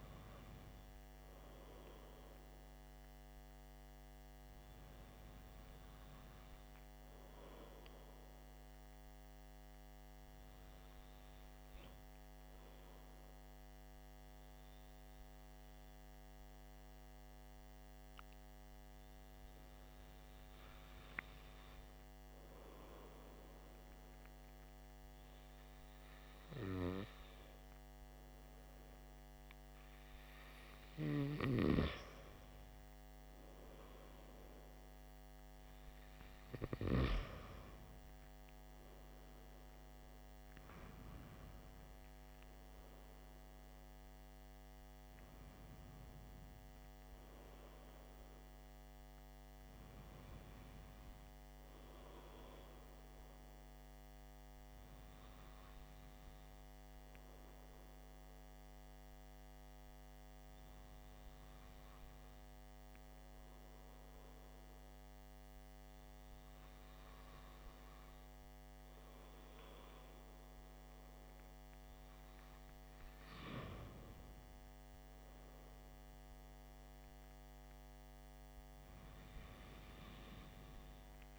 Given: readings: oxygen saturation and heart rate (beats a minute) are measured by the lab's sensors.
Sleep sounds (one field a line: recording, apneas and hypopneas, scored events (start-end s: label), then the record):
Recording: breathing in sleep, hard to hear, by a microphone on the trachea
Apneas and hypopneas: 2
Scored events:
4.00-30.00 s: hypopnea (oxygen 96% before, 94% lowest, heart rate 60 before, 49 extreme, up 1 after)
33.50-36.50 s: arousal
54.50-75.50 s: hypopnea (oxygen 95% before, 94% lowest, heart rate 57 before, 49 extreme, up 3 after)
79.00-81.39 s: arousal
From the record:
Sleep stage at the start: N2 (light sleep)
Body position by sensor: on the back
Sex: male